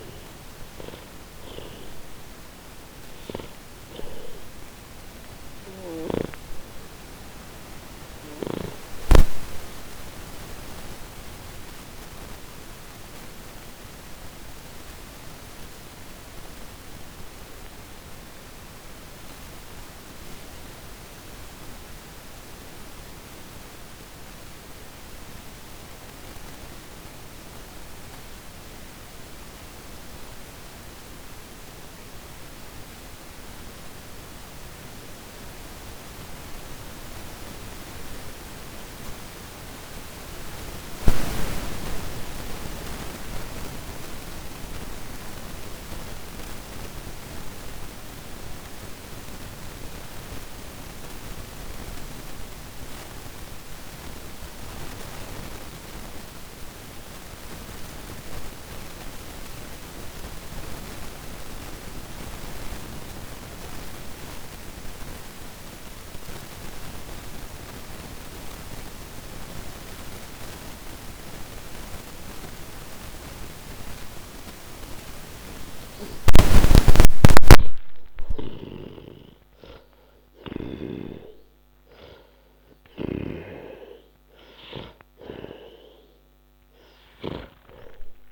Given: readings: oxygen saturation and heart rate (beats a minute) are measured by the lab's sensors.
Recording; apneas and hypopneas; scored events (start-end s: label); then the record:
breathing in sleep by a microphone on the trachea; 1
0.00-42.00 s: oxygen desaturation (device-marked, oxygen 77% lowest)
11.50-76.50 s: mixed apnea (oxygen 96% before, 76% lowest)
64.00-88.32 s: oxygen desaturation (device-marked, oxygen 98% before, 76% lowest, heart rate 143 before, 39 extreme)
76.50-80.00 s: snoring (device-marked)
77.50-83.50 s: arousal
82.00-87.00 s: snoring (device-marked)
From the record:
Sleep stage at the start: N2 (light sleep); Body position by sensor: on the back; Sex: male